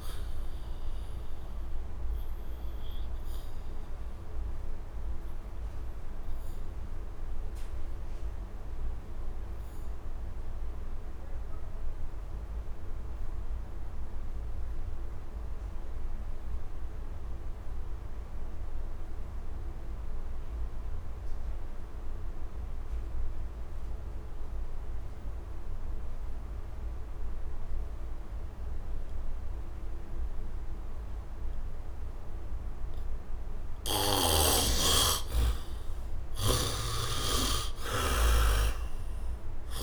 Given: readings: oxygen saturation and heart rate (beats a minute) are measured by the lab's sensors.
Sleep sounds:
breathing in sleep by a room microphone; 1
0.00-10.00 s: oxygen desaturation (device-marked, oxygen 67% lowest, heart rate 74 extreme)
0.50-32.50 s: obstructive apnea (oxygen 99% before, 65% lowest, heart rate 90 before, 70 extreme, up 17 after)
18.00-39.83 s: oxygen desaturation (device-marked, oxygen 100% before, 65% lowest, heart rate 76 before, 70 extreme)
34.50-39.00 s: arousal
36.00-39.50 s: snoring (device-marked)
From the record:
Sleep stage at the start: N2 (light sleep); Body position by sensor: on the back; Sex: male

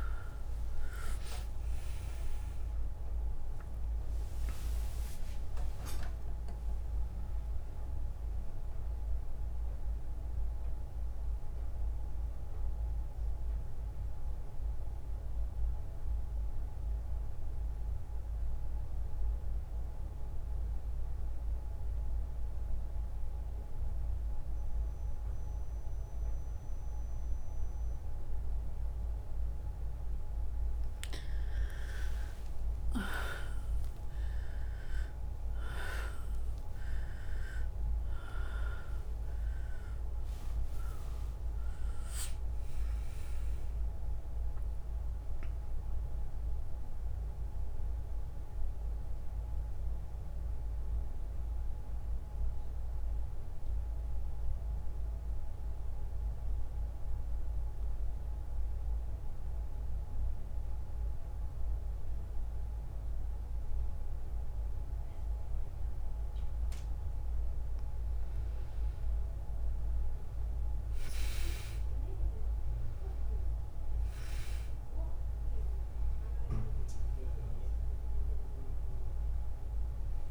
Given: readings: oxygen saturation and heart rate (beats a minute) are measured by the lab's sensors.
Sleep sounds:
breathing in sleep, hard to hear, by a room microphone; 2
0.00-18.00 s: oxygen desaturation (device-marked, oxygen 90% lowest, heart rate 53 extreme)
10.50-29.50 s: mixed apnea (oxygen 100% before, 88% lowest, heart rate 75 before, 53 extreme, up 11 after)
31.00-36.50 s: arousal
32.00-57.00 s: oxygen desaturation (device-marked, oxygen 100% before, 88% lowest, heart rate 57 before, 56 extreme)
48.00-67.00 s: mixed apnea (oxygen 100% before, 88% lowest, heart rate 65 before, 56 extreme, up 2 after)
68.00-72.00 s: arousal
72.00-80.31 s: oxygen desaturation (device-marked, oxygen 100% before, 89% lowest, heart rate 59 before, 56 extreme)
From the record:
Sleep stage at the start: N2 (light sleep); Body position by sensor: on the back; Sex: female

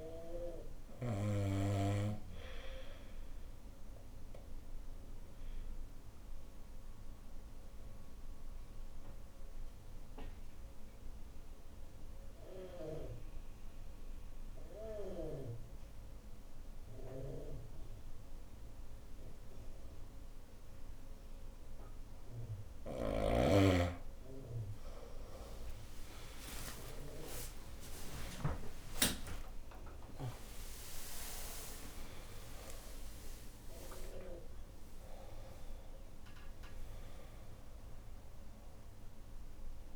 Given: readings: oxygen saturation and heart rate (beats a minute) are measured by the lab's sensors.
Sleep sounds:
breathing in sleep by a room microphone; 1
4.00-22.00 s: obstructive apnea (oxygen 98% before, 88% lowest, heart rate 72 before, 68 extreme)
19.00-39.96 s: oxygen desaturation (device-marked, oxygen 96% before, 88% lowest, heart rate 70 before, 72 extreme)
25.00-32.00 s: arousal
From the record:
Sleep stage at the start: N2 (light sleep); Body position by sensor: on the back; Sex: female

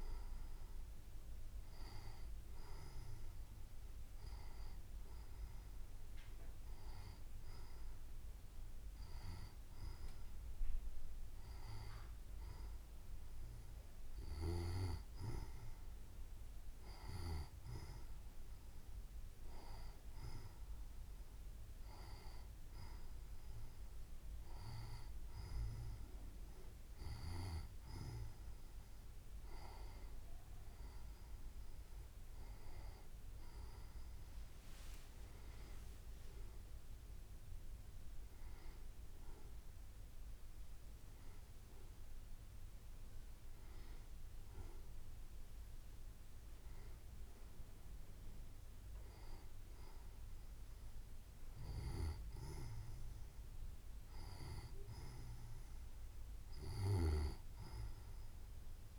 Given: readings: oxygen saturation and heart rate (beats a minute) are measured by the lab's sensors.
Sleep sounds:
breathing in sleep by a room microphone; none
none scored
From the record:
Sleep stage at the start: N2 (light sleep); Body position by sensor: on the right side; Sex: female

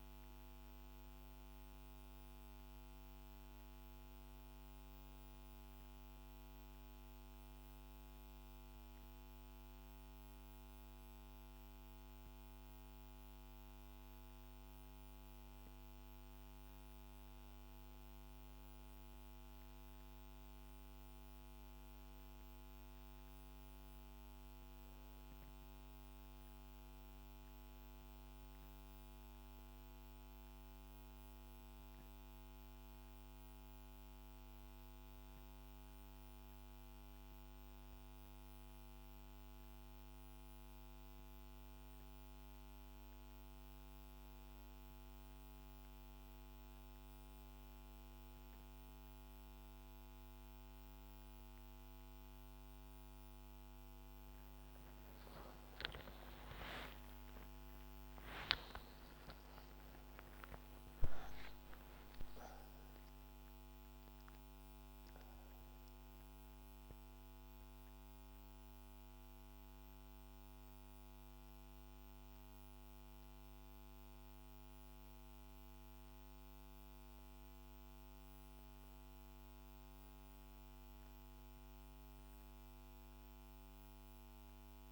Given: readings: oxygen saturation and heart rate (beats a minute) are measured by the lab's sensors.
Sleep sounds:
breathing in sleep, hard to hear, by a microphone on the trachea; 1
56.00-84.92 s: new sleep stage, N1 (lightest sleep)
56.50-61.50 s: arousal
65.00-79.50 s: central apnea (oxygen 96% before, 94% lowest, heart rate 76 before, 59 extreme, up 8 after)
82.00-84.92 s: arousal
From the record:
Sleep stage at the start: N2 (light sleep); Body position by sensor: on the back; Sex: female

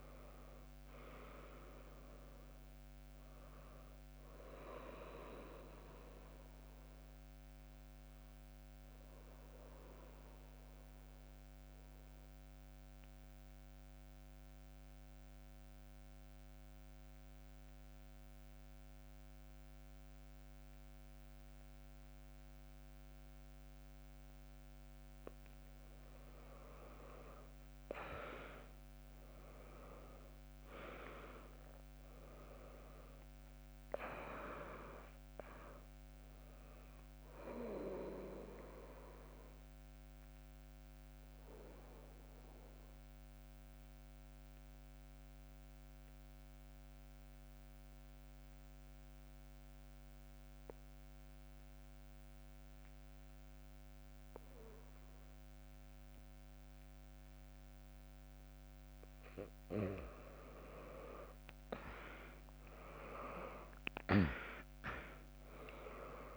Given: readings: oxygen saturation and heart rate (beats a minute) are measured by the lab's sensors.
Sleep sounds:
breathing in sleep by a microphone on the trachea; 2
0.00-6.50 s: drop in pulse transit time (device-marked, heart rate 58 extreme)
0.00-21.50 s: oxygen desaturation (device-marked, oxygen 96% lowest, heart rate 61 extreme)
6.00-24.00 s: obstructive apnea (oxygen 100% before, 95% lowest, heart rate 67 before, 61 extreme, up 9 after)
27.00-29.00 s: long interval between heartbeats (device-marked, heart rate 66 before, 70 extreme)
27.00-29.50 s: arousal
27.50-36.50 s: drop in pulse transit time (device-marked, heart rate 65 before, 63 extreme)
31.50-50.50 s: oxygen desaturation (device-marked, oxygen 100% before, 96% lowest, heart rate 66 before, 59 extreme)
38.00-59.00 s: obstructive apnea (oxygen 100% before, 95% lowest, heart rate 67 before, 59 extreme, up 17 after)
44.50-53.50 s: drop in pulse transit time (device-marked, heart rate 68 before, 72 extreme)
61.50-65.50 s: arousal
63.50-66.36 s: oxygen desaturation (device-marked, oxygen 100% before, 95% lowest, heart rate 70 before, 65 extreme)
64.50-66.36 s: long interval between heartbeats (device-marked, heart rate 70 before, 74 extreme)
From the record:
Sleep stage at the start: N2 (light sleep); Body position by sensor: on the back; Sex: female

